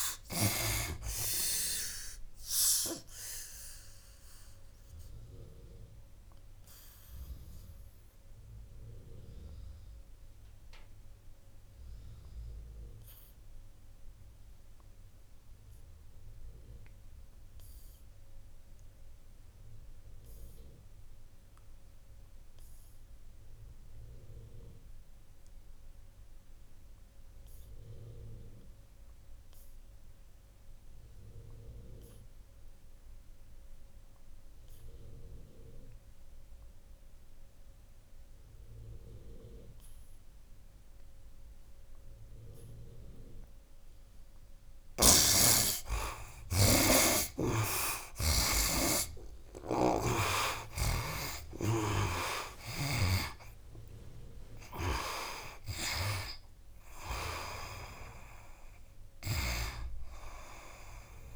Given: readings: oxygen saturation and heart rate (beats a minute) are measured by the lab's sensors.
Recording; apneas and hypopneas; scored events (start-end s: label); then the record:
breathing in sleep by a room microphone; 1
0.00-23.00 s: oxygen desaturation (device-marked, oxygen 62% lowest, heart rate 66 extreme)
2.00-43.50 s: obstructive apnea (oxygen 96% before, 59% lowest, heart rate 77 before, 66 extreme, up 14 after)
25.00-61.36 s: oxygen desaturation (device-marked, oxygen 97% before, 59% lowest, heart rate 71 before, 65 extreme)
46.50-51.00 s: arousal
49.50-53.00 s: snoring (device-marked)
From the record:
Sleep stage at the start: N2 (light sleep); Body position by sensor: on the right side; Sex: male